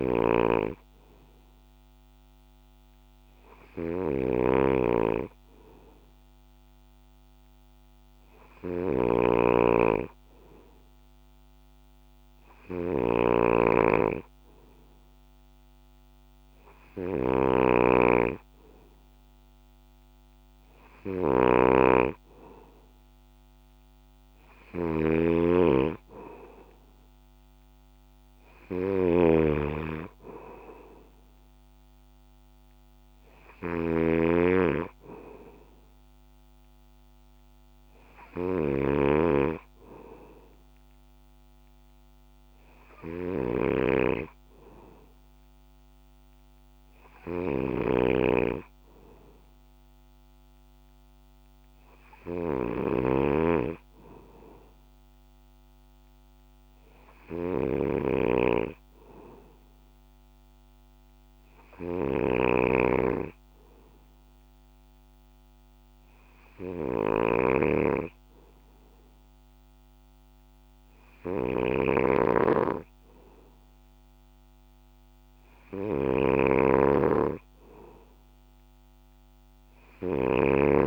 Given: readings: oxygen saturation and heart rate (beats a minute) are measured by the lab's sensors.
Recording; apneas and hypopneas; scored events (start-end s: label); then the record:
breathing in sleep by a microphone on the trachea; none
0.00-80.87 s: snoring (device-marked)
From the record:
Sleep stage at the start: N2 (light sleep); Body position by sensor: on the back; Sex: male